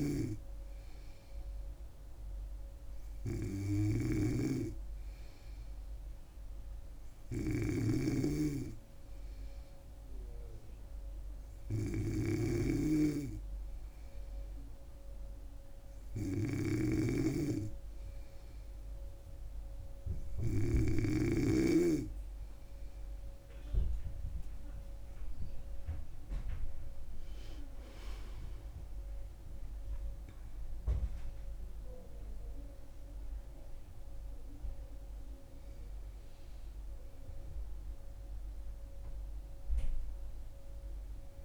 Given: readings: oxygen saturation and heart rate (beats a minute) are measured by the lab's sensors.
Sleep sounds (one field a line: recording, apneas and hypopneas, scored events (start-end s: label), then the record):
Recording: breathing in sleep by a room microphone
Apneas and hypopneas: none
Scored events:
0.00-21.50 s: snoring (device-marked)
26.00-32.00 s: arousal
From the record:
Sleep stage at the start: N2 (light sleep)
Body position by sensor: on the back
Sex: female